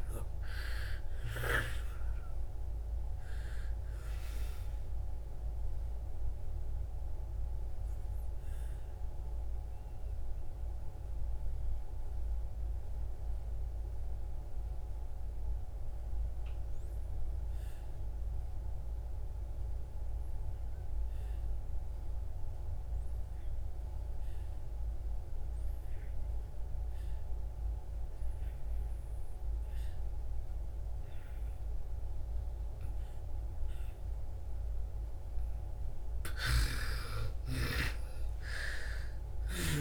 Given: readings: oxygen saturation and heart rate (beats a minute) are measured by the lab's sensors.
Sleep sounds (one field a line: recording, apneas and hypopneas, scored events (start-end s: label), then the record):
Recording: breathing in sleep by a room microphone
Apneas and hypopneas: 1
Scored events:
0.00-23.50 s: oxygen desaturation (device-marked, oxygen 76% lowest)
5.00-35.00 s: mixed apnea (oxygen 95% before, 76% lowest)
25.50-39.81 s: oxygen desaturation (device-marked, oxygen 99% before, 78% lowest)
36.50-39.81 s: arousal
From the record:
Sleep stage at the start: N2 (light sleep)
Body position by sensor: on the back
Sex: female